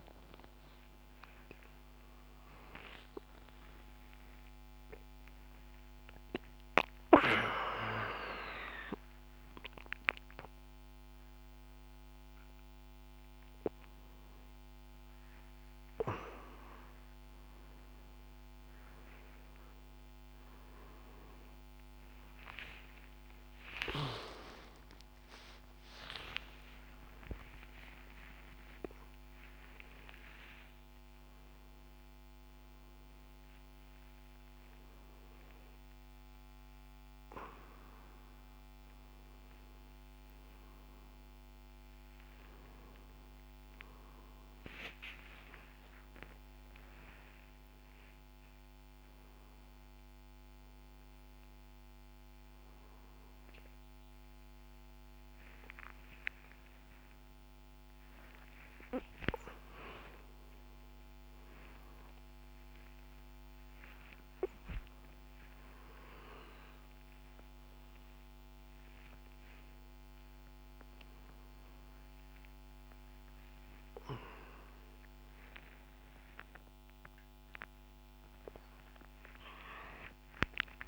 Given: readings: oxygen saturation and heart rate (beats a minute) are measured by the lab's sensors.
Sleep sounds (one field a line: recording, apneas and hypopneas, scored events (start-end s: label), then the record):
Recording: a person awake in a sleep study, by a microphone on the trachea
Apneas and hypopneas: none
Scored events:
none scored
From the record:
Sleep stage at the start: awake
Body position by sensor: on the right side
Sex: male